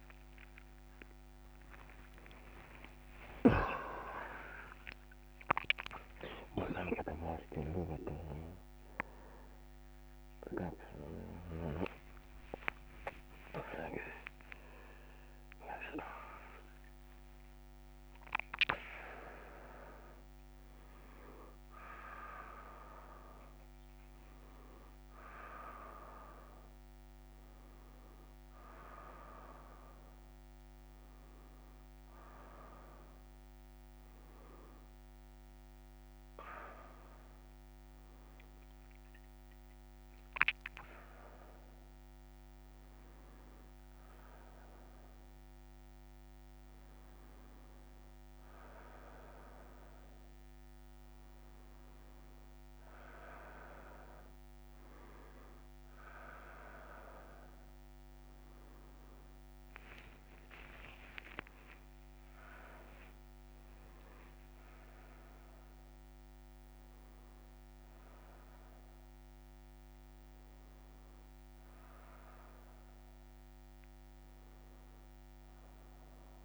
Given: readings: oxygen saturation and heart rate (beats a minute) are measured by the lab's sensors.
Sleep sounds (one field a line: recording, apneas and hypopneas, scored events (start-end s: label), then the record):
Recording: breathing in sleep by a microphone on the trachea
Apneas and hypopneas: none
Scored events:
none scored
From the record:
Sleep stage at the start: N3 (deep sleep)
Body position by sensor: on the back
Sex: male